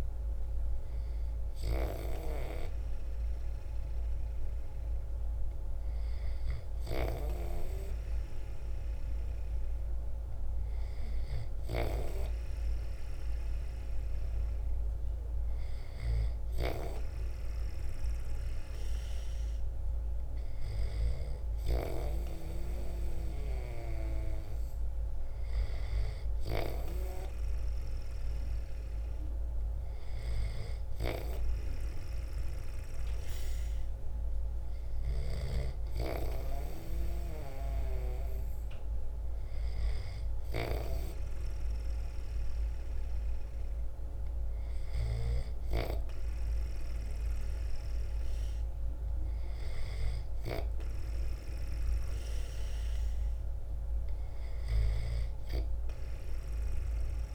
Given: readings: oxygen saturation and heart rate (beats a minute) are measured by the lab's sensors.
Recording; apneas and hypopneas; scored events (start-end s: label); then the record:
breathing in sleep by a room microphone; none
6.50-11.50 s: snoring (device-marked)
21.00-26.50 s: snoring (device-marked)
From the record:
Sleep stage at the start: N2 (light sleep); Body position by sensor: on the back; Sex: male